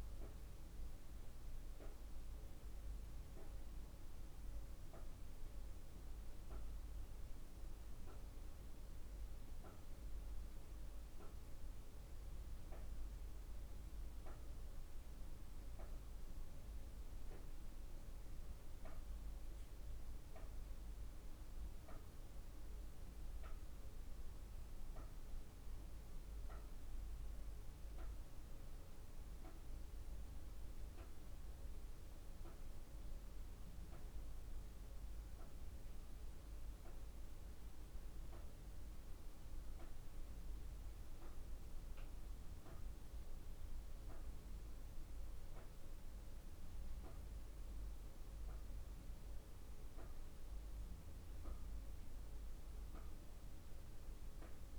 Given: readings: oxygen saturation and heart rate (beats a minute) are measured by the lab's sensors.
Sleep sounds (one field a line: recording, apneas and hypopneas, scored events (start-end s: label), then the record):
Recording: breathing in sleep, hard to hear, by a room microphone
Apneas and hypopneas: none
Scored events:
22.50-33.50 s: drop in pulse transit time (device-marked, heart rate 51 before, 51 extreme)
44.50-52.50 s: drop in pulse transit time (device-marked, heart rate 51 before, 49 extreme)
From the record:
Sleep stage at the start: N2 (light sleep)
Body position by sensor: on the back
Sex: female